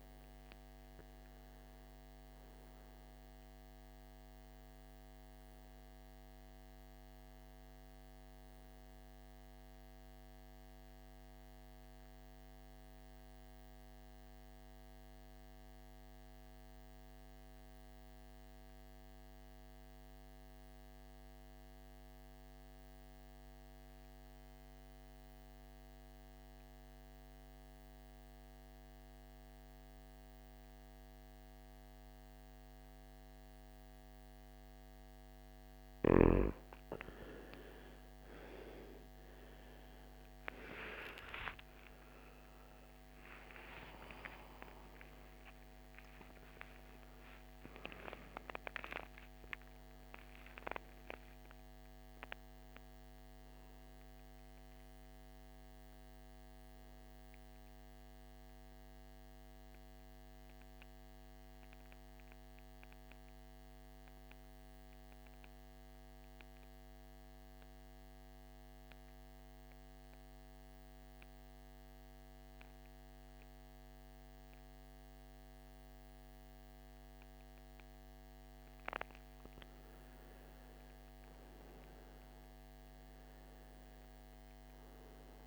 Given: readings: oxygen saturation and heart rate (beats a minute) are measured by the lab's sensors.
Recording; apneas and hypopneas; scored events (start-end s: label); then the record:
breathing in sleep by a microphone on the trachea; 2
0.00-12.50 s: oxygen desaturation (device-marked, oxygen 83% lowest, heart rate 54 extreme)
5.00-9.00 s: arousal
10.50-35.50 s: mixed apnea (oxygen 98% before, 83% lowest, heart rate 68 before, 54 extreme, up 19 after)
29.50-62.50 s: oxygen desaturation (device-marked, oxygen 99% before, 83% lowest, heart rate 54 before, 52 extreme)
38.00-43.00 s: arousal
60.00-78.00 s: central apnea (oxygen 97% before, 83% lowest, heart rate 74 before, 52 extreme, up 11 after)
80.00-83.50 s: arousal
82.50-85.47 s: oxygen desaturation (device-marked, oxygen 99% before, 89% lowest, heart rate 54 before, 53 extreme)
From the record:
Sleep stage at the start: N2 (light sleep); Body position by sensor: on the back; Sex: male